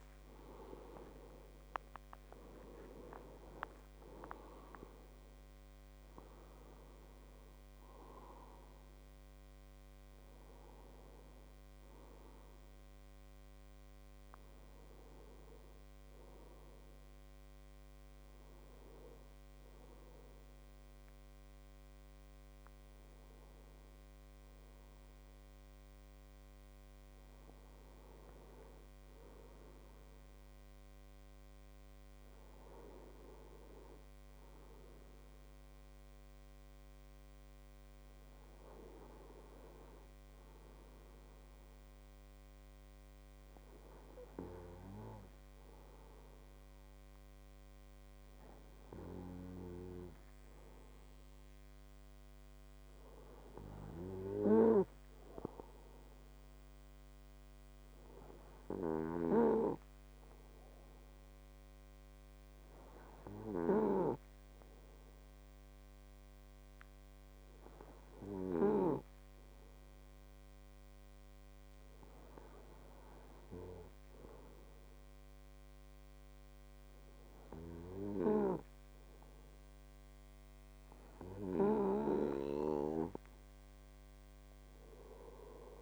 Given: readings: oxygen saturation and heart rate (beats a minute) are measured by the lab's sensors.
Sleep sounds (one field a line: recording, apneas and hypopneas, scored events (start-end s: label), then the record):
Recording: breathing in sleep by a microphone on the trachea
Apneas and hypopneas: 1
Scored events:
0.00-2.00 s: arousal
32.00-81.00 s: hypopnea (oxygen 99% before, 96% lowest)
84.00-85.82 s: arousal
From the record:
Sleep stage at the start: N2 (light sleep)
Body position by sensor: on the right side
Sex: male